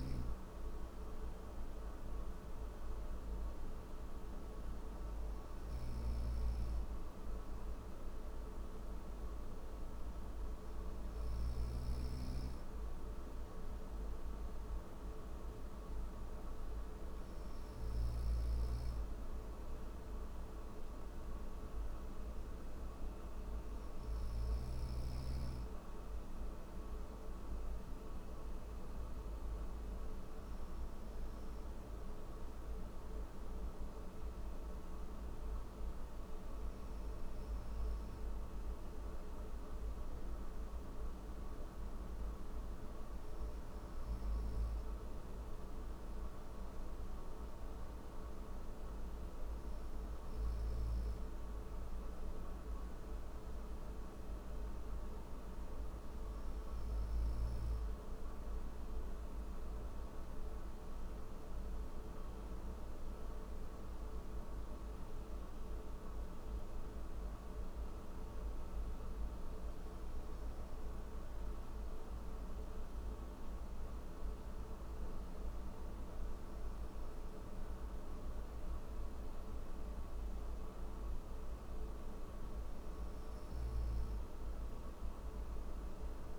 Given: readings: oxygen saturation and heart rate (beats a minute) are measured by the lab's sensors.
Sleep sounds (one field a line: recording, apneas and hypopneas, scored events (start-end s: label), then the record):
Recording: breathing in sleep, hard to hear, by a room microphone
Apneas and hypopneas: none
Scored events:
5.00-11.00 s: snoring (device-marked)
37.00-86.38 s: new sleep stage, N1 (lightest sleep)
From the record:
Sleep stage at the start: N3 (deep sleep)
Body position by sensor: on the right side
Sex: male